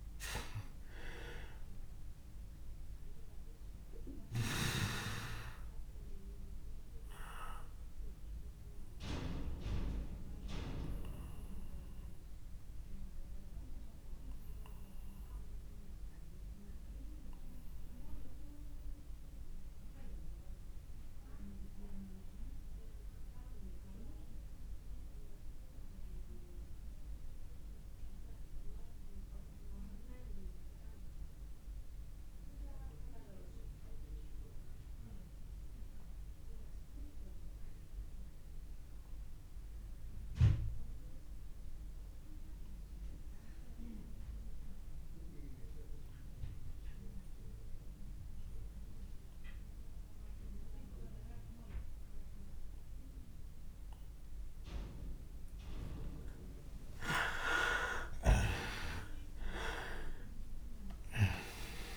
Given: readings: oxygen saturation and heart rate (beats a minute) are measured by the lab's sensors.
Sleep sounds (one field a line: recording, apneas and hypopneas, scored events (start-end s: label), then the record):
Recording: breathing in sleep by a room microphone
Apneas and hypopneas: 1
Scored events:
0.00-28.50 s: oxygen desaturation (device-marked, oxygen 82% lowest)
5.50-56.00 s: obstructive apnea (oxygen 97% before, 82% lowest)
44.50-61.97 s: oxygen desaturation (device-marked, oxygen 98% before, 82% lowest)
58.00-61.97 s: arousal
From the record:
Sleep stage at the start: N2 (light sleep)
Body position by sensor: on the back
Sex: male